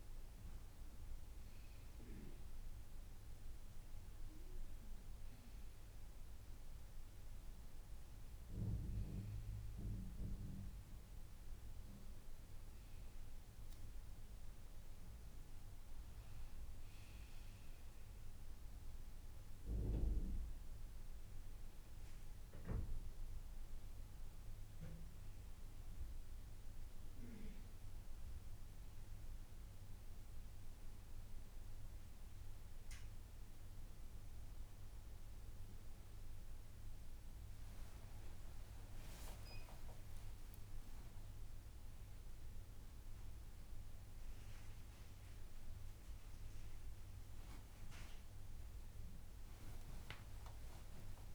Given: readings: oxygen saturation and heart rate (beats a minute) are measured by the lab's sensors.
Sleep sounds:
a person awake in a sleep study, by a room microphone; none
none scored
From the record:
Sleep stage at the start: awake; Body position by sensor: on the front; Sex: female

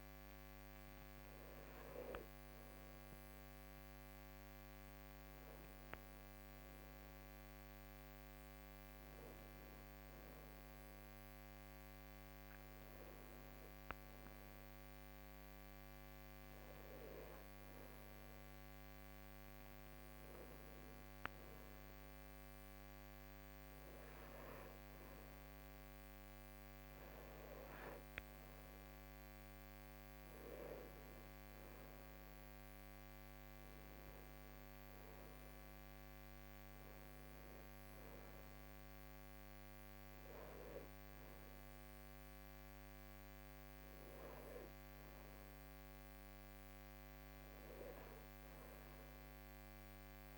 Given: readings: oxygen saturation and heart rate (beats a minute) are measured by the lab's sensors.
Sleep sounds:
breathing in sleep, hard to hear, by a microphone on the trachea; none
none scored
From the record:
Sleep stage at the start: N2 (light sleep); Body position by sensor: on the right side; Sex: female

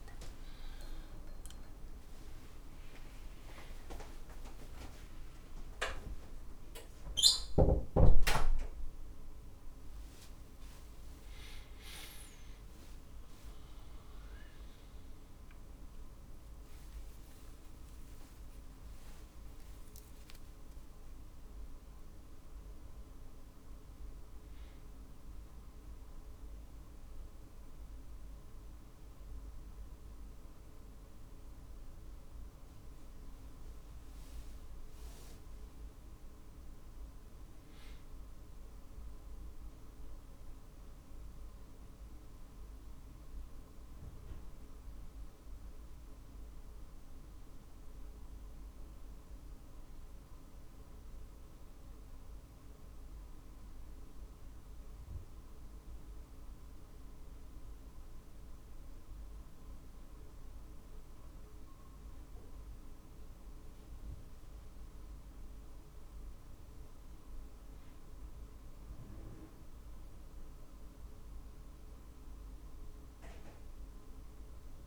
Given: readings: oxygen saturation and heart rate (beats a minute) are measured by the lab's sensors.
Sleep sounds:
a person partly awake in a sleep study, by a room microphone; none
5.50-22.50 s: oxygen desaturation (device-marked, oxygen 96% before, 92% lowest, heart rate 55 before, 48 extreme)
12.50-74.87 s: new sleep stage, N1 (lightest sleep)
16.00-18.00 s: long interval between heartbeats (device-marked, heart rate 54 before, 61 extreme)
20.00-22.00 s: long interval between heartbeats (device-marked, heart rate 55 before, 71 extreme)
From the record:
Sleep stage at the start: awake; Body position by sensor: on the right side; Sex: male

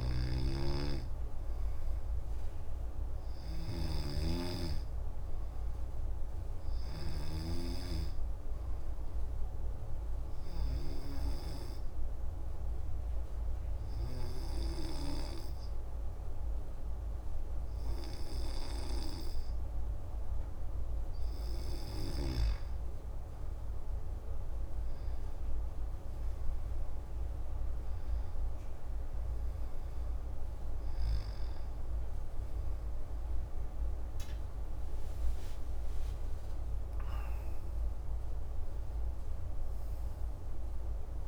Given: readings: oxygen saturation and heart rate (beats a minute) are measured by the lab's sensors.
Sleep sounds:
breathing in sleep by a room microphone; 1
0.00-7.50 s: snoring (device-marked)
0.00-20.50 s: oxygen desaturation (device-marked, oxygen 93% lowest)
8.00-21.00 s: obstructive apnea (oxygen 96% before, 93% lowest)
33.50-39.00 s: arousal
From the record:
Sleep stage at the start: N2 (light sleep); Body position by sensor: on the back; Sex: male

